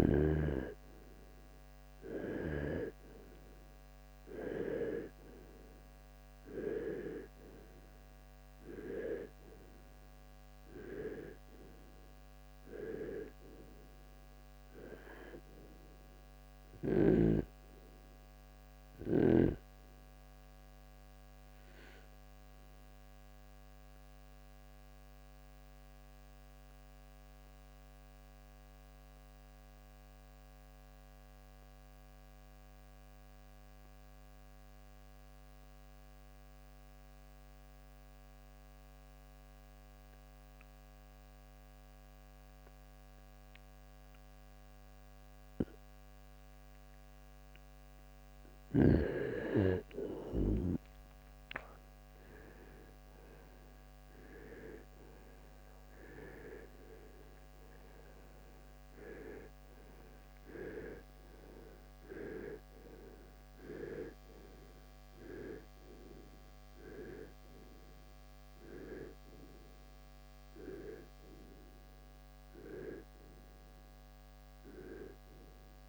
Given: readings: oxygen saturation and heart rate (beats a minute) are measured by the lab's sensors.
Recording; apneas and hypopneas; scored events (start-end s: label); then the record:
breathing in sleep by a microphone on the trachea; 1
0.00-1.50 s: arousal
10.00-49.00 s: oxygen desaturation (device-marked, oxygen 96% before, 87% lowest, heart rate 57 before, 46 extreme)
19.50-47.00 s: obstructive apnea (oxygen 97% before, 82% lowest, heart rate 61 before, 46 extreme, up 14 after)
26.00-75.89 s: new sleep stage, N2 (light sleep)
48.50-53.50 s: arousal
From the record:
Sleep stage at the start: REM sleep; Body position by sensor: on the right side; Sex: male